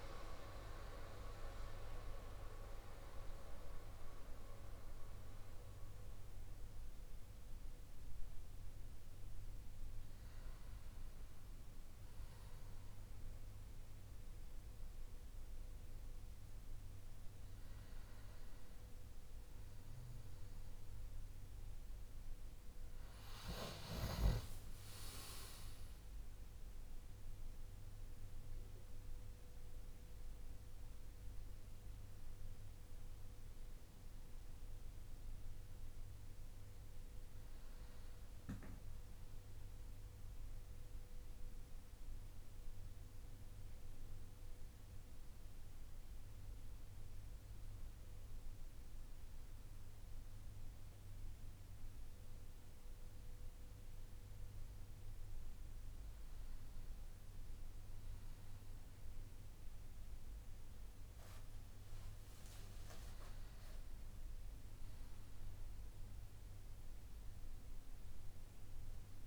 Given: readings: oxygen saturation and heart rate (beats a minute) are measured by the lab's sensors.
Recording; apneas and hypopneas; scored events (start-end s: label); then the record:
a person awake in a sleep study, by a room microphone; none
none scored
From the record:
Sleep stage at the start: awake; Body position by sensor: on the back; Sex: male